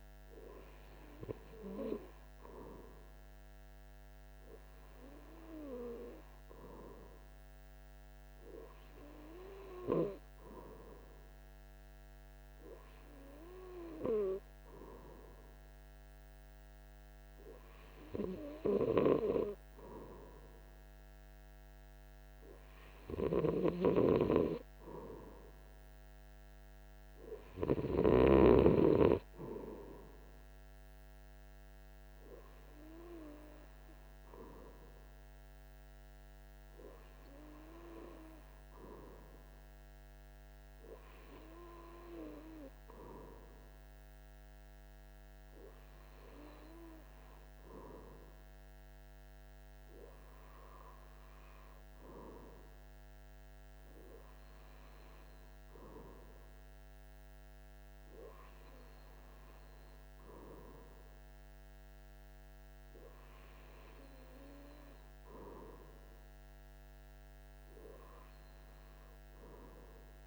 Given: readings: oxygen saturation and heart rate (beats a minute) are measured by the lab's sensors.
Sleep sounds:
breathing in sleep by a microphone on the trachea; none
none scored
From the record:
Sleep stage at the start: N2 (light sleep); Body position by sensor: on the right side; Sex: male

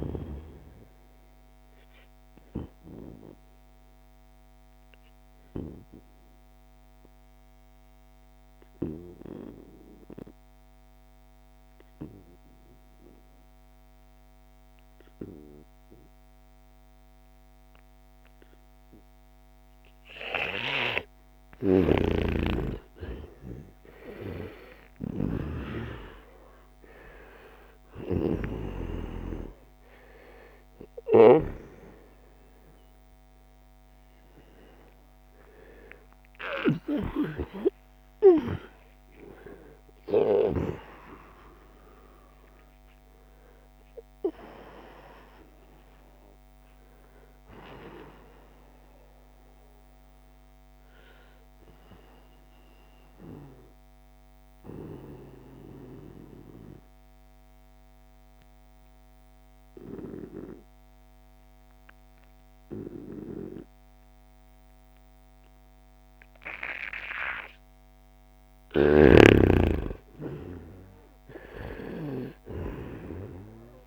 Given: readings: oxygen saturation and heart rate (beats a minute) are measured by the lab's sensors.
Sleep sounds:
a person partly awake in a sleep study, by a microphone on the trachea; 2
0.00-4.50 s: oxygen desaturation (device-marked, oxygen 90% lowest, heart rate 68 extreme)
0.50-20.50 s: obstructive apnea (oxygen 96% before, 90% lowest, heart rate 77 before, 71 extreme, up 2 after)
21.00-25.00 s: snoring (device-marked)
24.50-54.50 s: new sleep stage, awake
25.50-47.50 s: oxygen desaturation (device-marked, oxygen 95% before, 90% lowest, heart rate 74 before, 69 extreme)
27.00-36.50 s: snoring (device-marked)
50.00-69.00 s: obstructive apnea (oxygen 97% before, 89% lowest, heart rate 82 before, 69 extreme, up 7 after)
54.50-73.87 s: new sleep stage, N2 (light sleep)
66.50-73.87 s: oxygen desaturation (device-marked, oxygen 96% before, 89% lowest, heart rate 76 before, 69 extreme)
68.00-73.87 s: snoring (device-marked)
70.50-73.87 s: arousal
From the record:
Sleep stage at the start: N2 (light sleep); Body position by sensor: on the right side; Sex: male

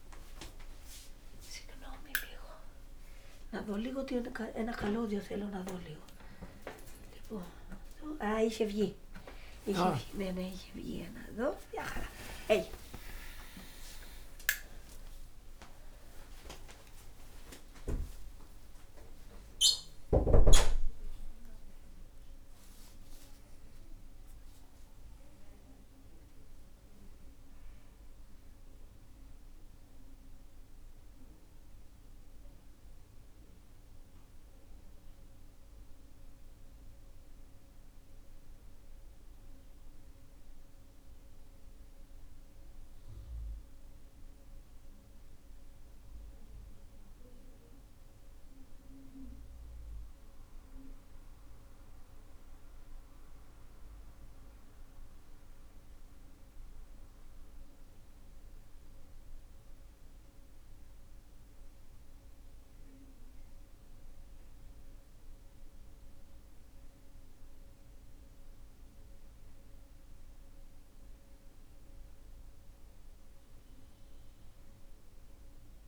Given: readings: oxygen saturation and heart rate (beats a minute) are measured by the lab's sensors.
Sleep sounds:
a person partly awake in a sleep study, by a room microphone; none
22.50-52.50 s: new sleep stage, N1 (lightest sleep)
52.50-75.88 s: new sleep stage, N2 (light sleep)
70.50-75.88 s: oxygen desaturation (device-marked, oxygen 96% before, 93% lowest)
From the record:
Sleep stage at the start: awake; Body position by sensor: on the right side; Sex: male

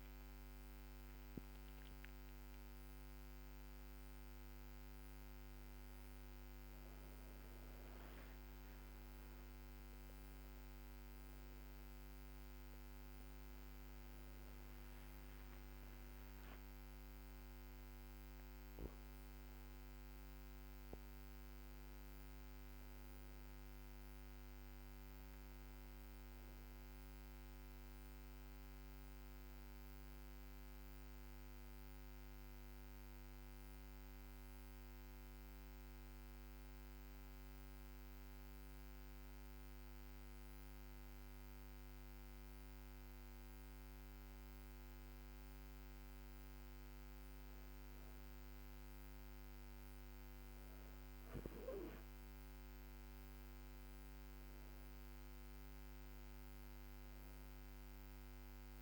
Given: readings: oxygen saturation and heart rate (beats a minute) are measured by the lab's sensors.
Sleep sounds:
a person partly awake in a sleep study, hard to hear, by a microphone on the trachea; 1
14.50-58.82 s: new sleep stage, N1 (lightest sleep)
31.00-45.00 s: hypopnea (oxygen 98% before, 94% lowest, heart rate 81 before, 72 extreme, up 4 after)
47.50-58.82 s: oxygen desaturation (device-marked, oxygen 97% before, 94% lowest, heart rate 74 before, 74 extreme)
53.50-58.50 s: arousal
From the record:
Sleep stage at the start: awake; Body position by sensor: on the back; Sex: female

